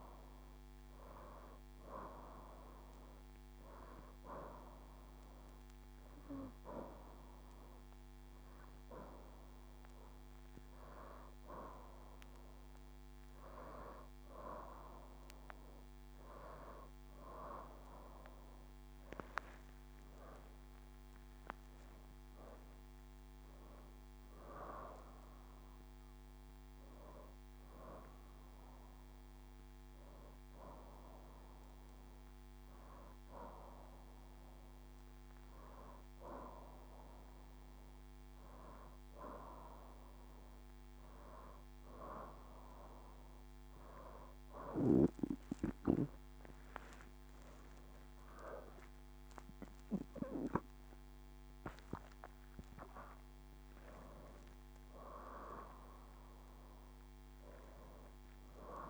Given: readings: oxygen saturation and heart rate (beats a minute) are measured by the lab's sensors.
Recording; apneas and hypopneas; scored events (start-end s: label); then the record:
breathing in sleep by a microphone on the trachea; 1
2.50-13.00 s: hypopnea (oxygen 96% before, 91% lowest, heart rate 78 before, 71 extreme, up 2 after)
15.00-18.50 s: arousal
46.50-52.00 s: arousal
From the record:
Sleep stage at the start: N2 (light sleep); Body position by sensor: on the back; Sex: female